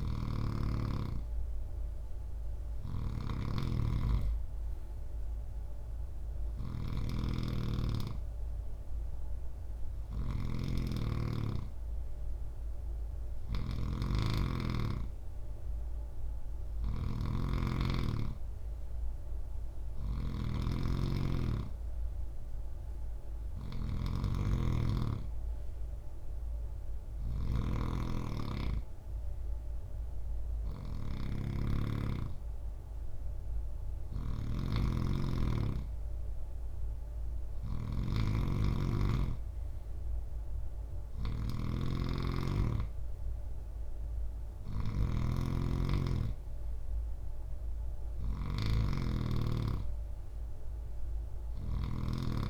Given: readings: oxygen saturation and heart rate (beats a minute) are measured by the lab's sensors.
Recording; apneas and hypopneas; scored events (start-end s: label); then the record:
breathing in sleep by a room microphone; none
0.00-52.50 s: snoring (device-marked)
From the record:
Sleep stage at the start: N3 (deep sleep); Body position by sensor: on the right side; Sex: male